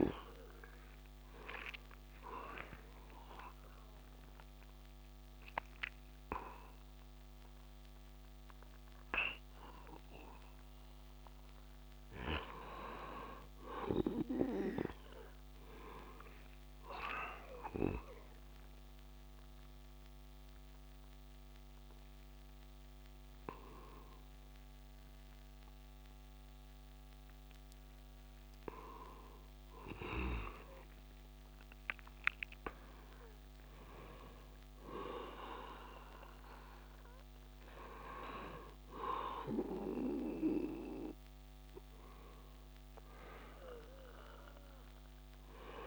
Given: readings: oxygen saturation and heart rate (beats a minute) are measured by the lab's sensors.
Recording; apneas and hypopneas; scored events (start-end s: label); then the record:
breathing in sleep by a microphone on the trachea; 2
1.50-11.50 s: mixed apnea (oxygen 99% before, 97% lowest)
13.00-15.50 s: arousal
17.50-28.50 s: hypopnea (oxygen 99% before, 97% lowest)
30.00-33.00 s: arousal
From the record:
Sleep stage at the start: N2 (light sleep); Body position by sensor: on the back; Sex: male